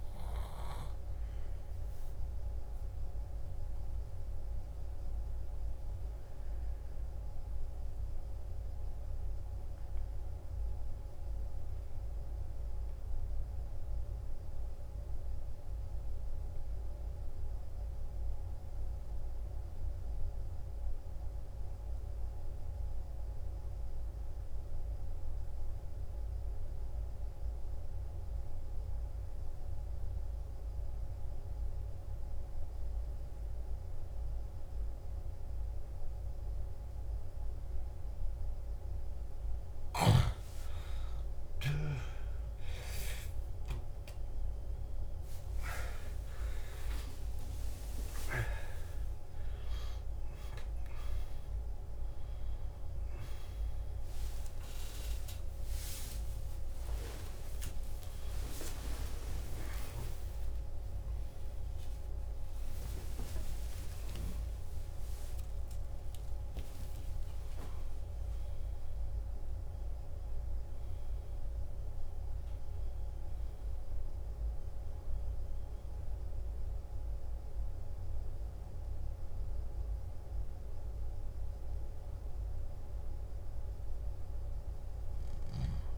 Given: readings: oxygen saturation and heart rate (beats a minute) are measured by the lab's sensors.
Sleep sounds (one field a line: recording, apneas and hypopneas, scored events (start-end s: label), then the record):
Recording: a person partly awake in a sleep study, by a room microphone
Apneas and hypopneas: 1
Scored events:
0.00-12.50 s: oxygen desaturation (device-marked, oxygen 92% lowest, heart rate 53 extreme)
3.00-40.00 s: obstructive apnea (oxygen 98% before, 89% lowest, heart rate 64 before, 53 extreme, up 20 after)
30.50-32.50 s: oxygen desaturation (device-marked, oxygen 97% before, 95% lowest, heart rate 55 before, 55 extreme)
53.50-83.50 s: new sleep stage, awake
57.00-59.00 s: long interval between heartbeats (device-marked, heart rate 67 before, 89 extreme)
59.00-61.00 s: long interval between heartbeats (device-marked, heart rate 70 before, 97 extreme)
63.00-65.00 s: long interval between heartbeats (device-marked, heart rate 78 before, 88 extreme)
67.50-69.50 s: long interval between heartbeats (device-marked, heart rate 84 before, 89 extreme)
83.50-85.98 s: new sleep stage, N1 (lightest sleep)
From the record:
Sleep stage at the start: N2 (light sleep)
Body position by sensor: on the back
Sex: male